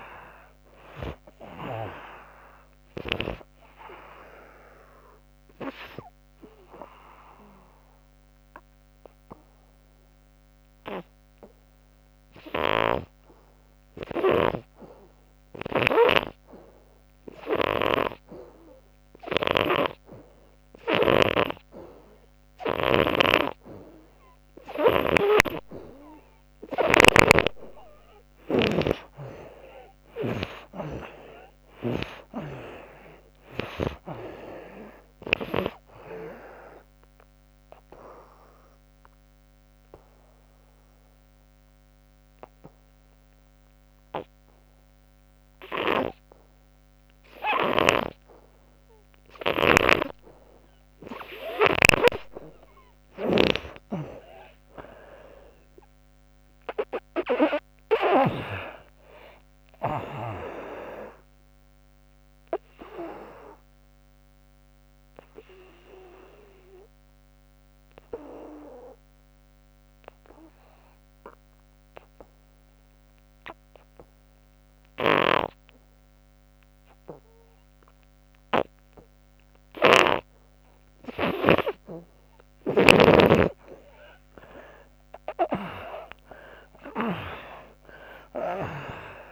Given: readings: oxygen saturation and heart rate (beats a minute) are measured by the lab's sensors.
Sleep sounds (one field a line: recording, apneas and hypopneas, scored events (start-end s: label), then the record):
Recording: breathing in sleep by a microphone on the trachea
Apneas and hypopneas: 3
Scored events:
0.00-1.00 s: arousal
0.00-13.50 s: oxygen desaturation (device-marked, oxygen 81% lowest, heart rate 66 extreme)
5.00-25.50 s: obstructive apnea (oxygen 96% before, 80% lowest, heart rate 89 before, 65 extreme, up 27 after)
26.50-33.50 s: snoring (device-marked)
27.50-48.50 s: oxygen desaturation (device-marked, oxygen 96% before, 82% lowest, heart rate 71 before, 62 extreme)
30.50-34.00 s: arousal
37.00-50.00 s: obstructive apnea (oxygen 96% before, 78% lowest, heart rate 77 before, 62 extreme, up 41 after)
49.00-58.00 s: snoring (device-marked)
50.50-78.50 s: oxygen desaturation (device-marked, oxygen 94% before, 80% lowest, heart rate 83 before, 64 extreme)
54.00-58.00 s: arousal
62.50-80.00 s: obstructive apnea (oxygen 94% before, 76% lowest, heart rate 81 before, 64 extreme, up 23 after)
80.50-87.00 s: snoring (device-marked)
80.50-89.32 s: oxygen desaturation (device-marked, oxygen 97% before, 78% lowest, heart rate 74 before, 64 extreme)
86.00-89.32 s: arousal
From the record:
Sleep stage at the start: N2 (light sleep)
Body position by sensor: on the back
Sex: female